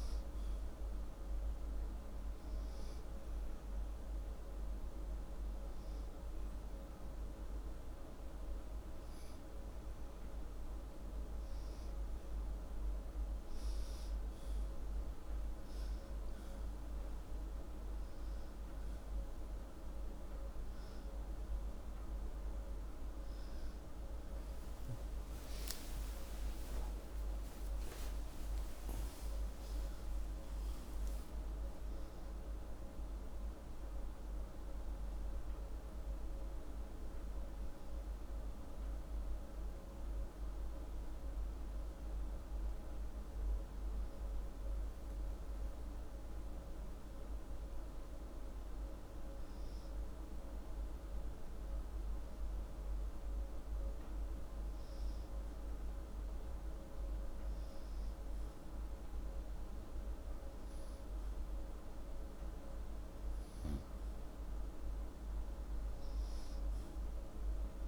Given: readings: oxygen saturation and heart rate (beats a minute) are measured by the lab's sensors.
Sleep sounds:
breathing in sleep, hard to hear, by a room microphone; none
25.50-30.00 s: arousal
From the record:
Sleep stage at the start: N2 (light sleep); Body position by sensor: upright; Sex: male

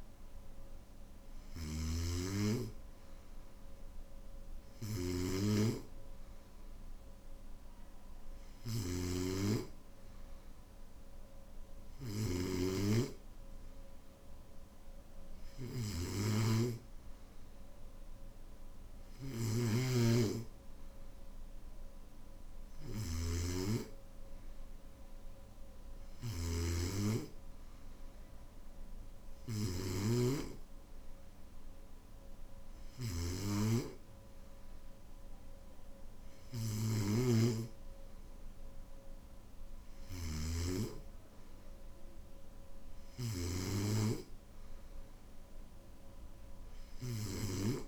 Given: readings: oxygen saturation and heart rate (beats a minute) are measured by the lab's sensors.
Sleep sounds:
breathing in sleep by a room microphone; none
0.00-1.50 s: snoring (device-marked)
8.50-12.00 s: snoring (device-marked)
19.00-40.50 s: snoring (device-marked)
30.00-47.88 s: new sleep stage, N2 (light sleep)
From the record:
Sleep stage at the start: N3 (deep sleep); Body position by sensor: on the back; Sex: male

